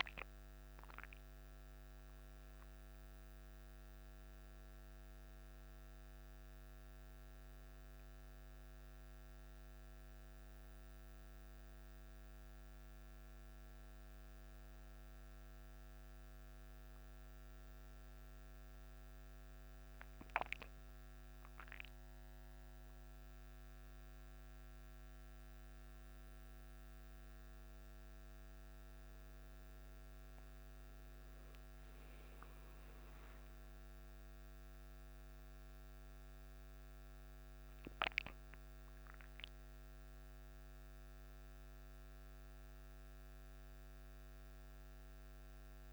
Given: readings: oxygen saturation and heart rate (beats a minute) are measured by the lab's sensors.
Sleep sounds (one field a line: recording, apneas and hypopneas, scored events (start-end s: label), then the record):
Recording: a person awake in a sleep study, hard to hear, by a microphone on the trachea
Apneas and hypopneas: none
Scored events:
none scored
From the record:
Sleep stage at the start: awake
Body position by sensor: on the back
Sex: male